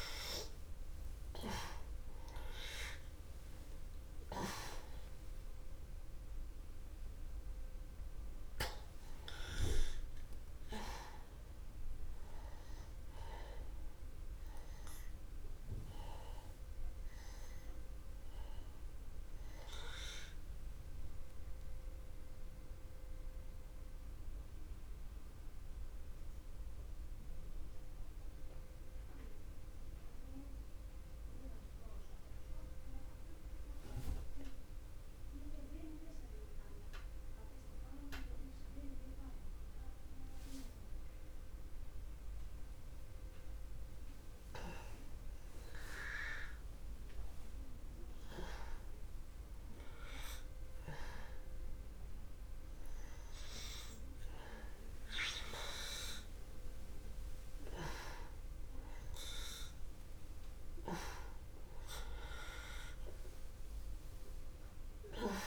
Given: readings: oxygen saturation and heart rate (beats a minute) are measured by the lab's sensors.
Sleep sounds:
breathing in sleep by a room microphone; 1
0.00-34.50 s: oxygen desaturation (device-marked, oxygen 82% lowest, heart rate 62 extreme)
22.00-45.50 s: mixed apnea (oxygen 96% before, 89% lowest, heart rate 62 before, 61 extreme, up 0 after)
45.50-50.00 s: arousal
57.50-65.47 s: oxygen desaturation (device-marked, oxygen 97% before, 92% lowest, heart rate 64 before, 61 extreme)
From the record:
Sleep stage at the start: N2 (light sleep); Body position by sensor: on the back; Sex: male

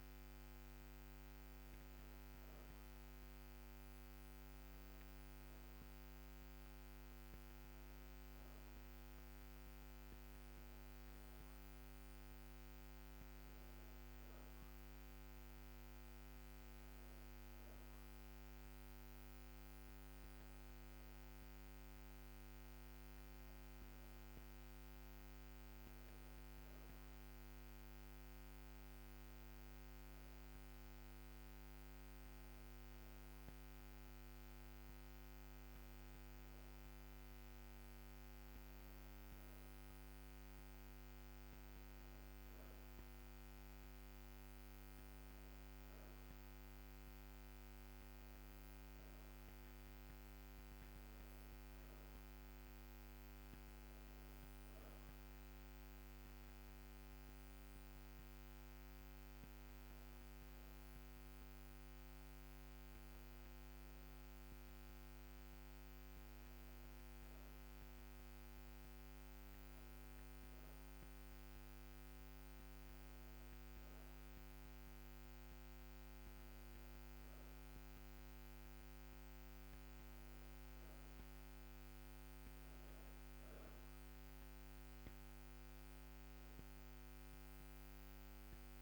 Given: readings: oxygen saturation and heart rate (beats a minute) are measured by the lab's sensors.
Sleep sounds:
breathing in sleep, hard to hear, by a microphone on the trachea; none
none scored
From the record:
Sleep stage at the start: N2 (light sleep); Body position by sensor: on the back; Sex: female

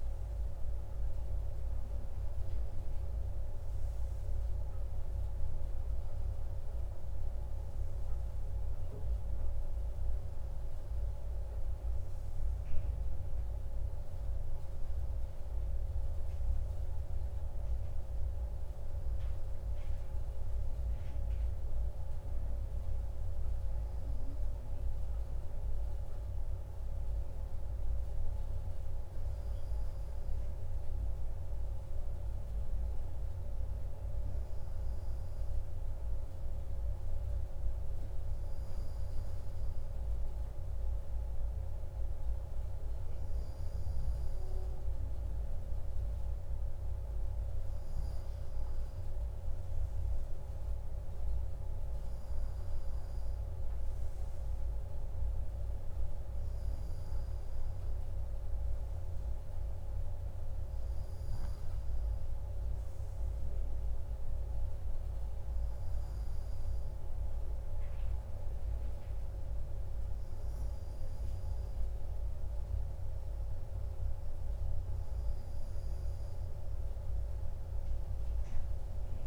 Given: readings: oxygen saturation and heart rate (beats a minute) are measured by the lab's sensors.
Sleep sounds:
breathing in sleep, hard to hear, by a room microphone; none
none scored
From the record:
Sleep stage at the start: N1 (lightest sleep); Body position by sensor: on the right side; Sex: male

